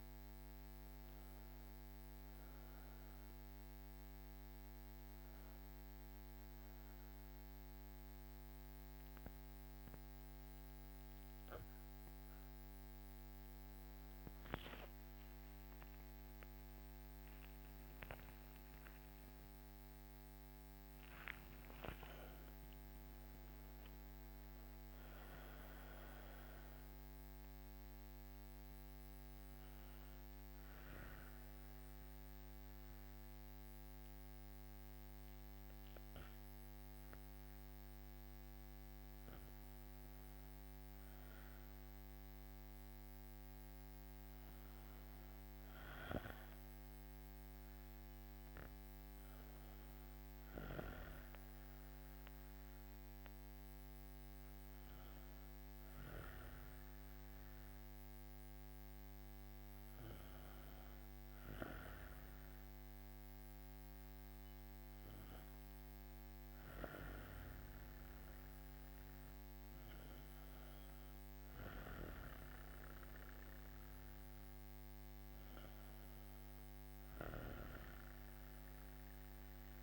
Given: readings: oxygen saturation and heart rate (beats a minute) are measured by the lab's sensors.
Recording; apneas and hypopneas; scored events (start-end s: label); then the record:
breathing in sleep by a microphone on the trachea; none
16.00-21.00 s: arousal
16.50-18.50 s: long interval between heartbeats (device-marked, heart rate 66 before, 73 extreme)
From the record:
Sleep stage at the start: N2 (light sleep); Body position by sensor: on the back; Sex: female